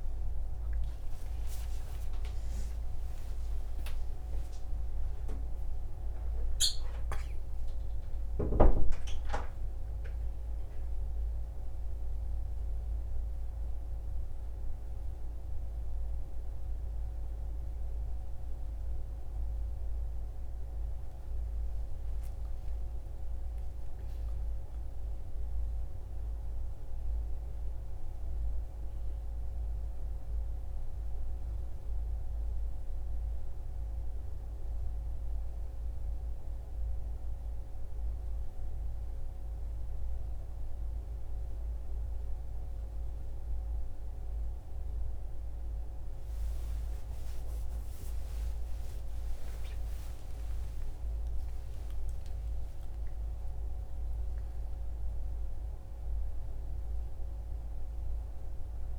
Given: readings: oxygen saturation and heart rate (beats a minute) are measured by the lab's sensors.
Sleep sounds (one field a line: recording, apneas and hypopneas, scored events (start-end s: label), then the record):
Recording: a person partly awake in a sleep study, hard to hear, by a room microphone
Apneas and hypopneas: none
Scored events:
19.50-58.99 s: new sleep stage, N1 (lightest sleep)
49.00-52.50 s: arousal
From the record:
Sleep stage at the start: awake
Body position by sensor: on the back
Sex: male